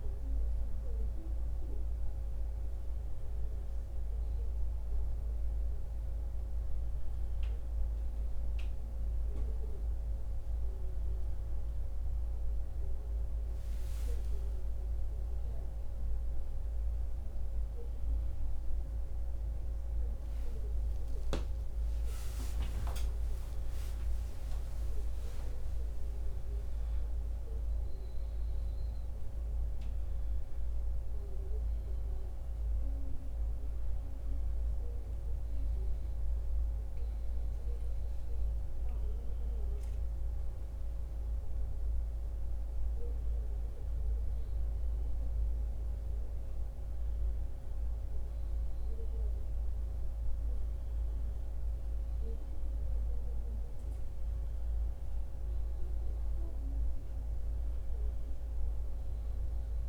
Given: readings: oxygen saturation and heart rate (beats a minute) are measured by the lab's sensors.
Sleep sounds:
a person awake in a sleep study, hard to hear, by a room microphone; none
none scored
From the record:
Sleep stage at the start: awake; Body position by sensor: on the back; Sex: male

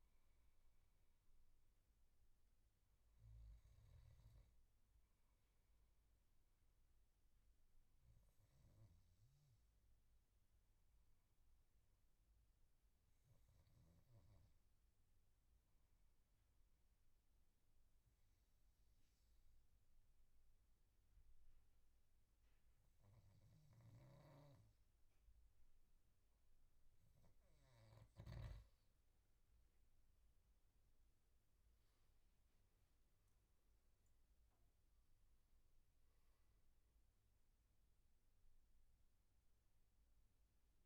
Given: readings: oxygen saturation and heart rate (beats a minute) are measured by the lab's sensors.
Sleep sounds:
breathing in sleep, hard to hear, by a room microphone; 1
1.00-25.50 s: obstructive apnea (oxygen 98% before, 93% lowest, heart rate 77 before, 69 extreme, up 9 after)
24.00-28.50 s: snoring (device-marked)
25.50-40.86 s: oxygen desaturation (device-marked, oxygen 97% before, 93% lowest, heart rate 75 before, 69 extreme)
29.00-33.00 s: arousal
From the record:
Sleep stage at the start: N2 (light sleep); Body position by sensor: on the back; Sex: male

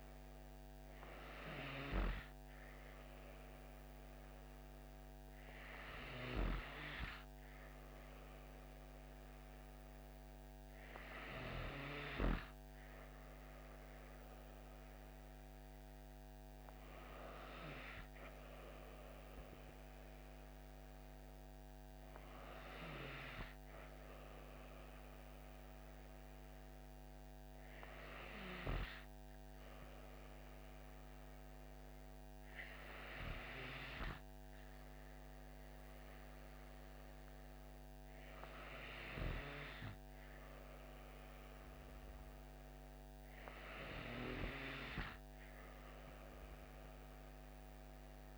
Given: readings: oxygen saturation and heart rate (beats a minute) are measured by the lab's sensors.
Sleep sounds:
breathing in sleep by a microphone on the trachea; none
none scored
From the record:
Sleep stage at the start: N3 (deep sleep); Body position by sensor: on the back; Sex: female

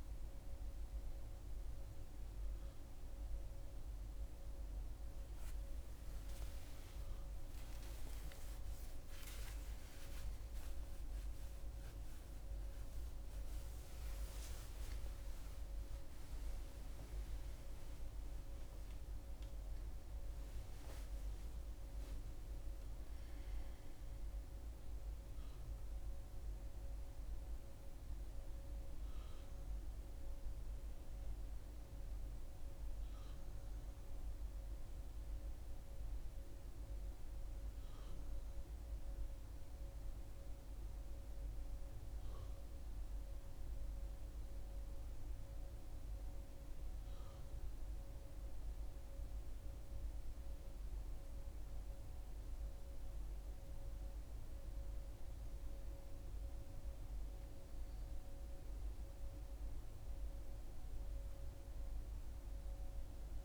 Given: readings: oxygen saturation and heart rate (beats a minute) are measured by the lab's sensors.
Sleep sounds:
breathing in sleep, hard to hear, by a room microphone; none
7.50-12.50 s: arousal
34.00-63.45 s: new sleep stage, N2 (light sleep)
From the record:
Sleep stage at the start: N1 (lightest sleep); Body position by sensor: on the back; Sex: female

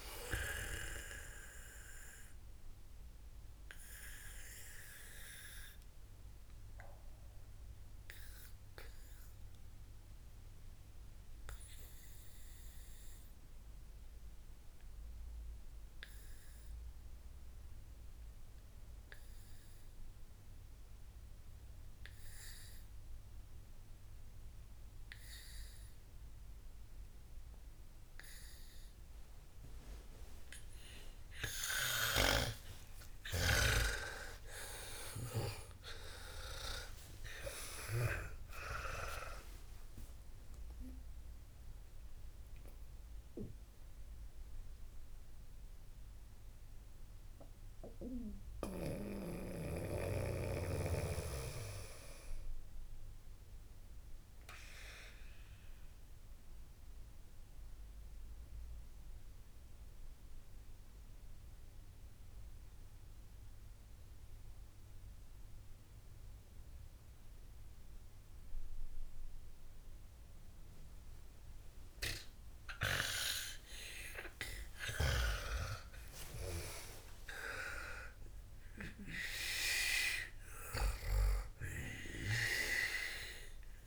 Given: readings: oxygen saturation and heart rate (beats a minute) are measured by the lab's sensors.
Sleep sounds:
breathing in sleep by a room microphone; 2
0.00-17.50 s: oxygen desaturation (device-marked, oxygen 91% lowest, heart rate 55 extreme)
2.00-32.50 s: obstructive apnea (oxygen 98% before, 88% lowest, heart rate 83 before, 55 extreme)
32.50-39.00 s: snoring (device-marked)
33.50-39.50 s: arousal
43.50-73.50 s: mixed apnea (oxygen 99% before, 88% lowest, heart rate 91 before, 53 extreme)
46.50-62.50 s: oxygen desaturation (device-marked, oxygen 96% before, 88% lowest, heart rate 95 before, 57 extreme)
75.50-83.87 s: snoring (device-marked)
76.00-80.00 s: arousal
77.50-83.87 s: oxygen desaturation (device-marked, oxygen 99% before, 95% lowest, heart rate 73 before, 53 extreme)
From the record:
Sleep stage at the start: N2 (light sleep); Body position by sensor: on the back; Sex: female

